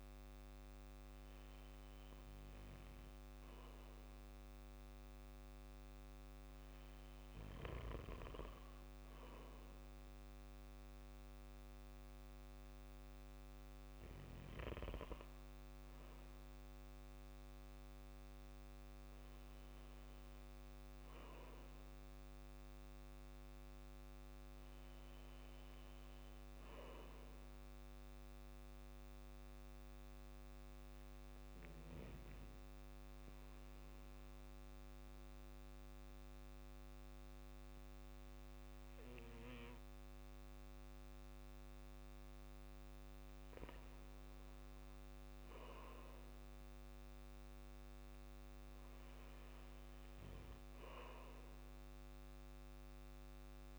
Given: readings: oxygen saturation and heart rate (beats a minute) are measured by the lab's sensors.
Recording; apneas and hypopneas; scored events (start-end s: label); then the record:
breathing in sleep by a microphone on the trachea; 1
28.50-42.50 s: obstructive apnea (oxygen 95% before, 91% lowest, heart rate 57 before, 56 extreme, up 2 after)
45.00-48.50 s: arousal
From the record:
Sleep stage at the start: N2 (light sleep); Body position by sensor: on the back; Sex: male